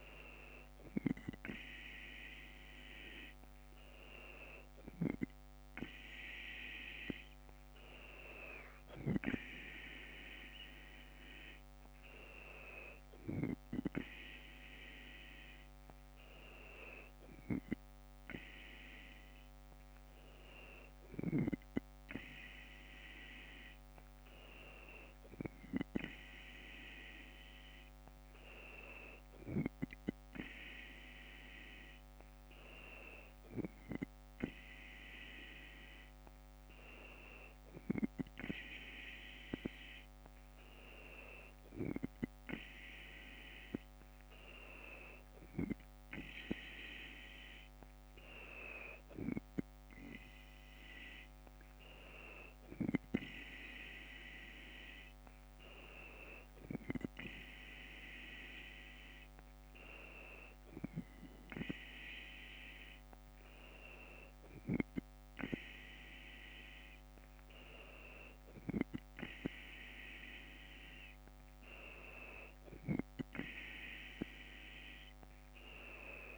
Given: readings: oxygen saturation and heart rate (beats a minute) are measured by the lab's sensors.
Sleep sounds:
breathing in sleep by a microphone on the trachea; none
none scored
From the record:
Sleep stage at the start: N2 (light sleep); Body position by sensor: on the left side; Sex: female

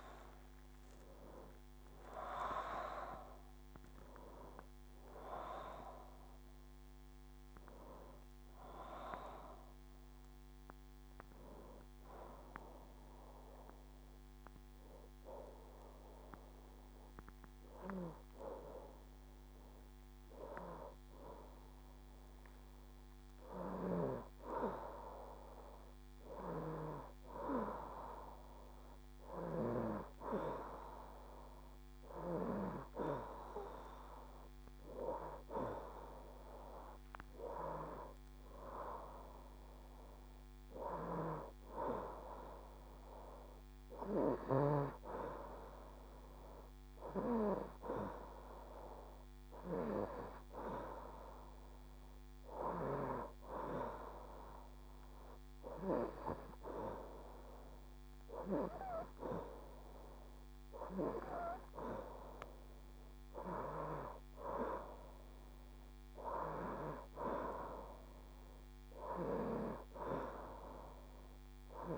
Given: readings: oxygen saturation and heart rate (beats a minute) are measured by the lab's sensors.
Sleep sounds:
breathing in sleep by a microphone on the trachea; 2
0.00-1.50 s: long interval between heartbeats (device-marked, heart rate 95 extreme)
0.00-3.00 s: arousal
6.50-21.50 s: oxygen desaturation (device-marked, oxygen 93% before, 88% lowest, heart rate 81 before, 69 extreme)
12.00-22.50 s: hypopnea (oxygen 93% before, 88% lowest, heart rate 82 before, 69 extreme, up 4 after)
24.00-28.00 s: arousal
53.50-63.50 s: hypopnea (oxygen 95% before, 89% lowest, heart rate 75 before, 76 extreme, up 3 after)
67.00-71.98 s: arousal
From the record:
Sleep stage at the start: N2 (light sleep); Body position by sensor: on the right side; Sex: female

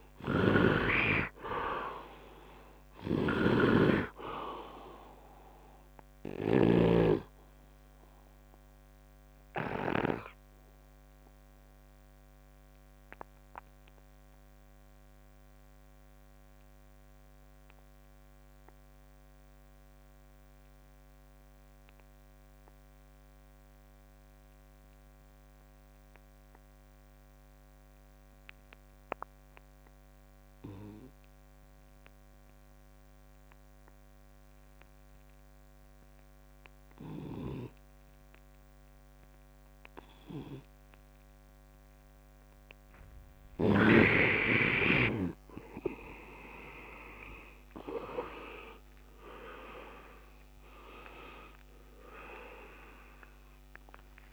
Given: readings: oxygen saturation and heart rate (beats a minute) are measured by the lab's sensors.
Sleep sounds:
breathing in sleep by a microphone on the trachea; 1
0.00-6.50 s: snoring (device-marked)
0.00-22.00 s: oxygen desaturation (device-marked, oxygen 73% lowest, heart rate 66 extreme)
6.50-41.00 s: obstructive apnea (oxygen 98% before, 72% lowest, heart rate 80 before, 66 extreme, up 11 after)
32.00-54.33 s: oxygen desaturation (device-marked, oxygen 100% before, 72% lowest, heart rate 69 before, 69 extreme)
44.00-54.33 s: new sleep stage, N1 (lightest sleep)
44.50-51.00 s: arousal
From the record:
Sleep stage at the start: N2 (light sleep); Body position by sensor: on the right side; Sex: male

